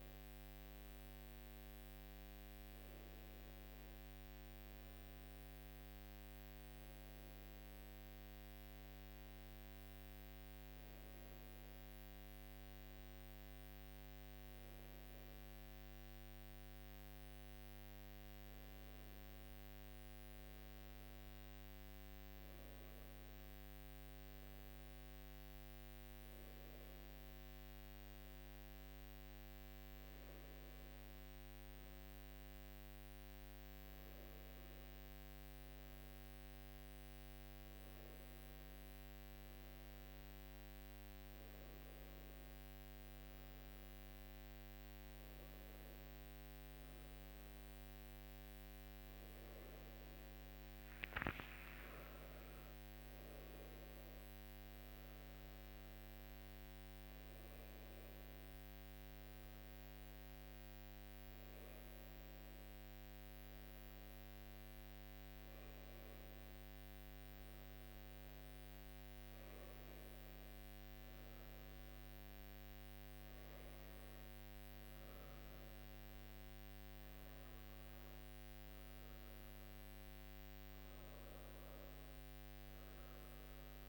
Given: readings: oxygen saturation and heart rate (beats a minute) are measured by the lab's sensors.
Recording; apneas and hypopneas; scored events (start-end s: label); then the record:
breathing in sleep, hard to hear, by a microphone on the trachea; none
50.00-54.50 s: arousal
50.00-80.00 s: new sleep stage, N1 (lightest sleep)
80.00-83.89 s: new sleep stage, N2 (light sleep)
From the record:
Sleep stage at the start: N2 (light sleep); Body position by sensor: on the right side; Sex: female